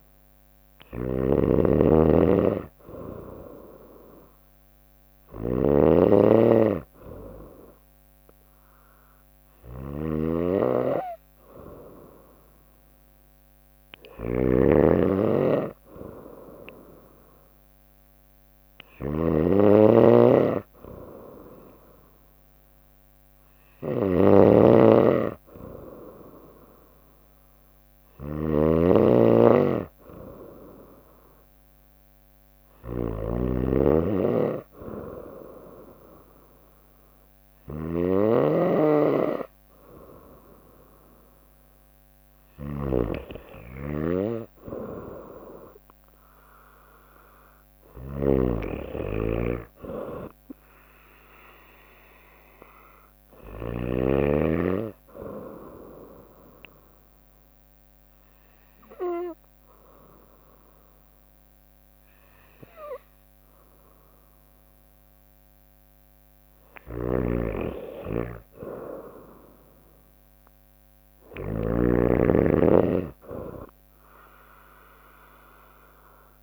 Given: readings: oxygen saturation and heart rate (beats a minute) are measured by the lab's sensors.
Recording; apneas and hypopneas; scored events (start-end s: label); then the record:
breathing in sleep by a microphone on the trachea; 1
0.00-54.00 s: snoring (device-marked)
44.50-48.00 s: arousal
55.00-66.00 s: obstructive apnea (oxygen 96% before, 94% lowest, heart rate 65 before, 61 extreme, up 4 after)
66.50-76.43 s: snoring (device-marked)
67.50-71.00 s: arousal
From the record:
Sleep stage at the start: N2 (light sleep); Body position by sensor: on the right side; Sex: female